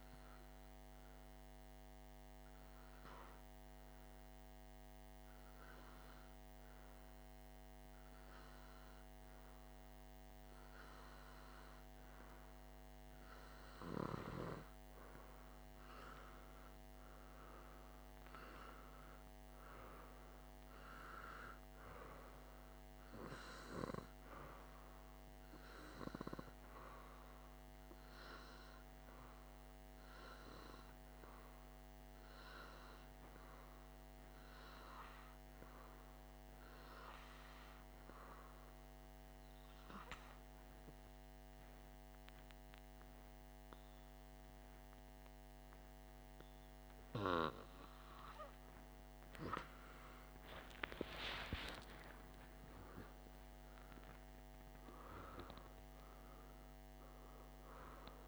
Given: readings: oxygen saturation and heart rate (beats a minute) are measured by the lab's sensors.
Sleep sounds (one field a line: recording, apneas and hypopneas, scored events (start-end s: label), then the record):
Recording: breathing in sleep by a microphone on the trachea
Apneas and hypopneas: 2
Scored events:
1.50-12.50 s: hypopnea (oxygen 98% before, 90% lowest, heart rate 54 before, 50 extreme, up 2 after)
15.50-19.50 s: arousal
36.50-49.00 s: obstructive apnea (oxygen 97% before, 90% lowest, heart rate 52 before, 50 extreme, up 19 after)
50.50-54.00 s: arousal
From the record:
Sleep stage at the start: N2 (light sleep)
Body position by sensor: on the back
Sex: male